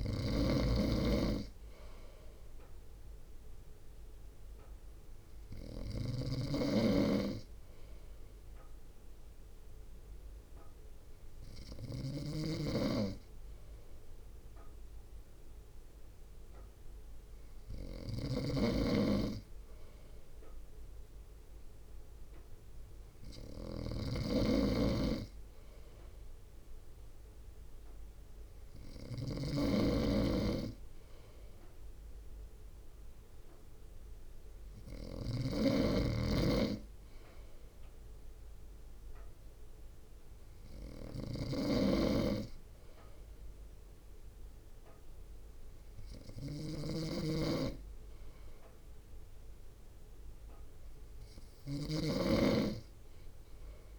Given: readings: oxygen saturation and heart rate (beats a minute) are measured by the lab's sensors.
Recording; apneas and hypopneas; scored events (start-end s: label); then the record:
breathing in sleep by a room microphone; none
0.00-7.50 s: drop in pulse transit time (device-marked, heart rate 52 extreme)
0.00-53.98 s: snoring (device-marked)
From the record:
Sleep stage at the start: N2 (light sleep); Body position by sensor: on the front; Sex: male